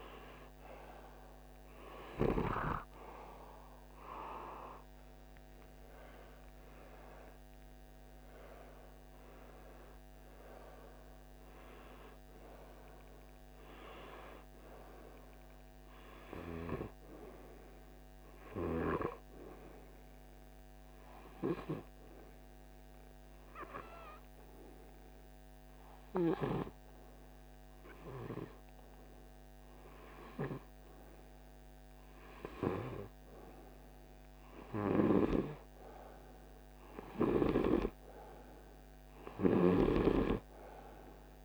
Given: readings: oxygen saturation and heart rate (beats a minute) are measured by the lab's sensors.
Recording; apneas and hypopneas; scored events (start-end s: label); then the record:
breathing in sleep by a microphone on the trachea; 1
0.00-2.00 s: arousal
17.50-30.50 s: hypopnea (oxygen 98% before, 95% lowest, heart rate 51 before, 48 extreme, up 2 after)
32.00-36.50 s: arousal
From the record:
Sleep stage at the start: N2 (light sleep); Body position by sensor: on the right side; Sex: male